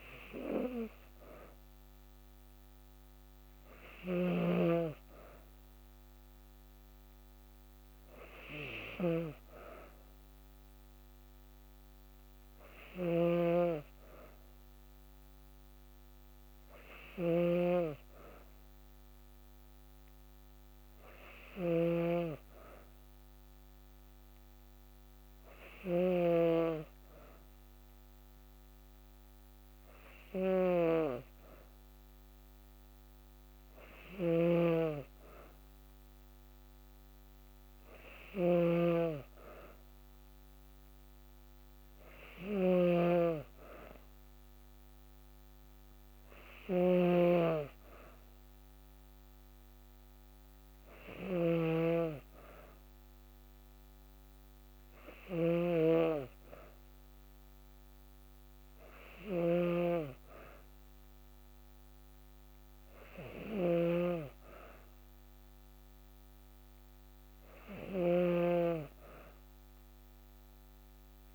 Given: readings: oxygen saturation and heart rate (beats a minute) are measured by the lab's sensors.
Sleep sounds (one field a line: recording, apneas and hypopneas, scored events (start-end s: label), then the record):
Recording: breathing in sleep by a microphone on the trachea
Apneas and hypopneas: none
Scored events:
12.50-71.35 s: snoring (device-marked)
From the record:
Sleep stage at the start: N2 (light sleep)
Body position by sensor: on the back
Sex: female